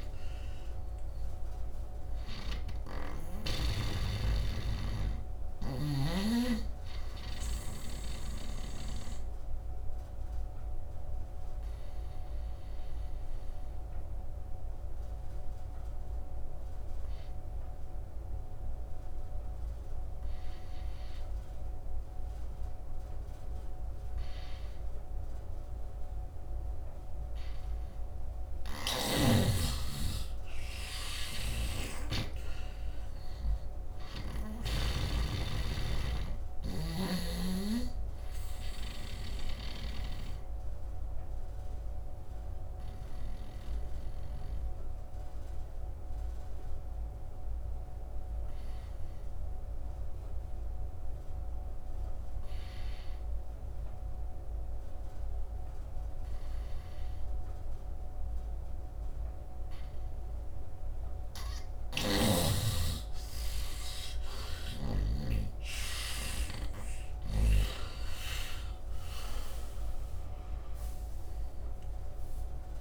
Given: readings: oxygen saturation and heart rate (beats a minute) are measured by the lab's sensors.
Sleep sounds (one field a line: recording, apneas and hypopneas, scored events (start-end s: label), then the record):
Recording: breathing in sleep by a room microphone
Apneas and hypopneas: 2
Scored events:
0.00-2.50 s: snoring (device-marked)
1.00-23.00 s: oxygen desaturation (device-marked, oxygen 100% before, 85% lowest, heart rate 72 before, 71 extreme)
4.50-8.50 s: snoring (device-marked)
8.00-28.00 s: obstructive apnea (oxygen 100% before, 84% lowest, heart rate 76 before, 70 extreme, up 9 after)
28.00-58.00 s: oxygen desaturation (device-marked, oxygen 100% before, 84% lowest, heart rate 75 before, 66 extreme)
30.00-33.00 s: arousal
36.00-39.50 s: snoring (device-marked)
40.50-60.00 s: obstructive apnea (oxygen 100% before, 84% lowest, heart rate 77 before, 62 extreme, up 12 after)
60.00-72.81 s: oxygen desaturation (device-marked, oxygen 99% before, 90% lowest, heart rate 74 before, 62 extreme)
61.50-65.00 s: snoring (device-marked)
64.50-69.00 s: arousal
From the record:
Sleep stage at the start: N2 (light sleep)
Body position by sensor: on the right side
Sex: male